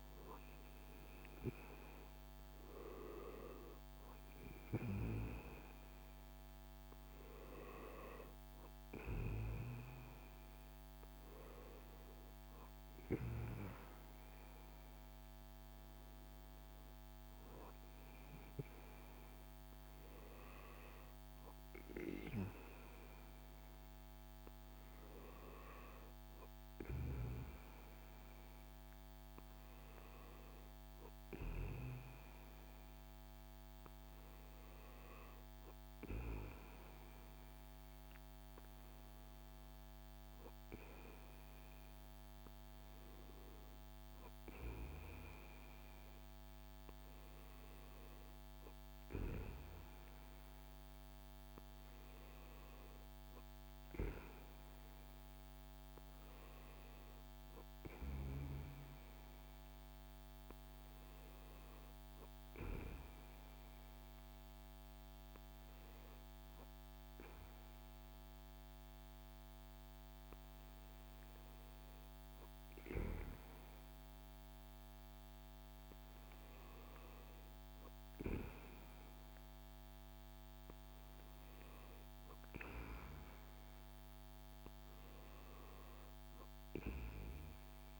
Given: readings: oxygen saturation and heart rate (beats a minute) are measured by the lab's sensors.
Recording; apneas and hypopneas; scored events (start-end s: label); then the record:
breathing in sleep by a microphone on the trachea; none
23.00-88.00 s: new sleep stage, N2 (light sleep)
From the record:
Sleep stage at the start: N1 (lightest sleep); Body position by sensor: on the back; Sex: male